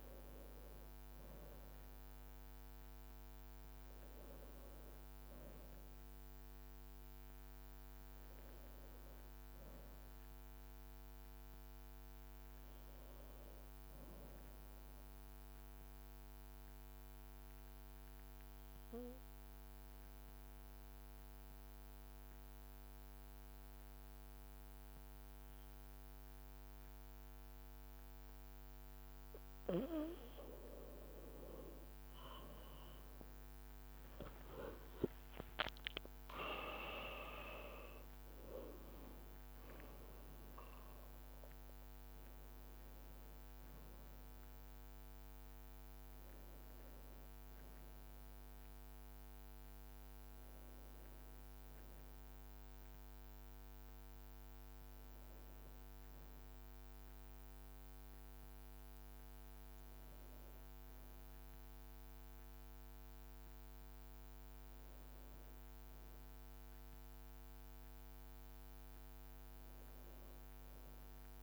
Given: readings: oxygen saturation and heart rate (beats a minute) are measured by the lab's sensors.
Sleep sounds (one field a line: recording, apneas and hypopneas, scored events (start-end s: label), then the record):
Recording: breathing in sleep by a microphone on the trachea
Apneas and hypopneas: 1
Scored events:
15.50-30.00 s: obstructive apnea (oxygen 94% before, 91% lowest, heart rate 56 before, 52 extreme, up 8 after)
32.00-36.50 s: arousal
34.00-38.00 s: leg movement (device-marked)
48.50-71.43 s: new sleep stage, REM sleep
55.50-65.50 s: oxygen desaturation (device-marked, oxygen 94% before, 91% lowest, heart rate 59 before, 52 extreme)
From the record:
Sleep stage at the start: N2 (light sleep)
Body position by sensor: on the back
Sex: male